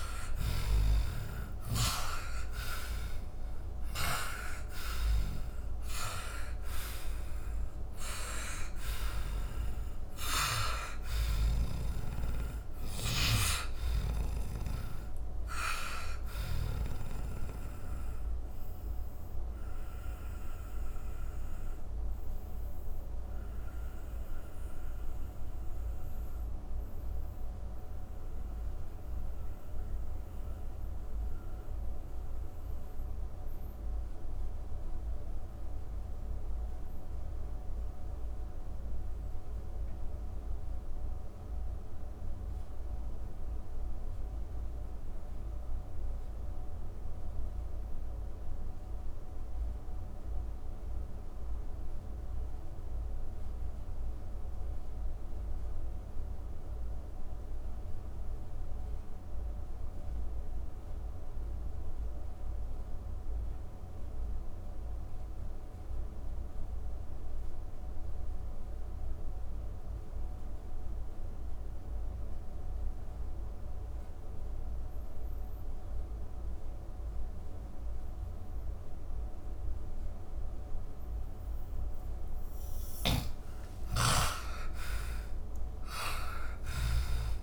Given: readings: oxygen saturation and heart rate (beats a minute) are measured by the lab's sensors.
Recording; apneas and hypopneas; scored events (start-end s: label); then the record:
breathing in sleep by a room microphone; 1
0.00-5.50 s: arousal
0.00-47.50 s: oxygen desaturation (device-marked, oxygen 82% lowest, heart rate 94 extreme)
12.00-16.00 s: snoring (device-marked)
17.50-81.50 s: mixed apnea (oxygen 97% before, 82% lowest, heart rate 117 before, 99 extreme, up 38 after)
70.50-87.43 s: oxygen desaturation (device-marked, oxygen 99% before, 95% lowest, heart rate 155 before, 99 extreme)
82.00-86.50 s: snoring (device-marked)
82.50-87.43 s: arousal
From the record:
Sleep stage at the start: N2 (light sleep); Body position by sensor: on the back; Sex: male